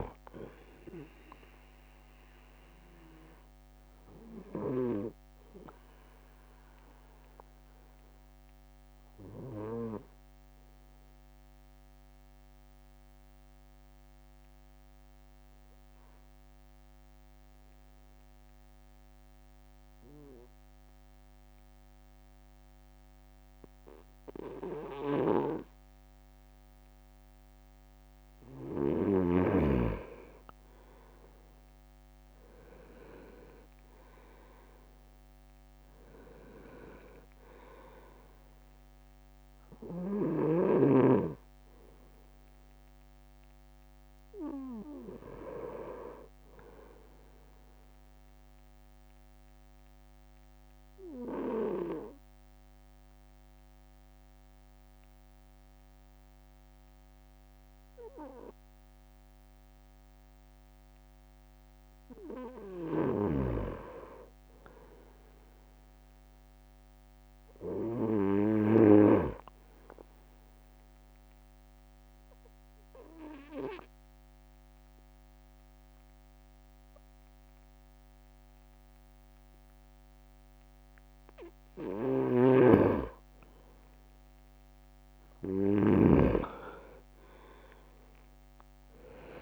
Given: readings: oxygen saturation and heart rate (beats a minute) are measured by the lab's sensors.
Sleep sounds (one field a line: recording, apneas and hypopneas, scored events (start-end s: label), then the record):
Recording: breathing in sleep by a microphone on the trachea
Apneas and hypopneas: 3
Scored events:
0.00-3.00 s: drop in pulse transit time (device-marked, heart rate 53 extreme)
1.50-26.50 s: obstructive apnea (oxygen 99% before, 94% lowest, heart rate 55 before, 51 extreme, up 2 after)
33.50-37.00 s: arousal
34.50-35.50 s: leg movement (device-marked)
48.00-61.50 s: obstructive apnea (oxygen 99% before, 96% lowest, heart rate 54 before, 51 extreme, up 6 after)
62.00-73.00 s: drop in pulse transit time (device-marked, heart rate 52 before, 53 extreme)
63.00-69.00 s: snoring (device-marked)
64.50-68.50 s: arousal
71.50-82.50 s: obstructive apnea (oxygen 99% before, 96% lowest, heart rate 54 before, 52 extreme, up 8 after)
82.00-86.00 s: snoring (device-marked)
88.00-89.42 s: arousal
From the record:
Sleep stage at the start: N2 (light sleep)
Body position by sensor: on the right side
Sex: male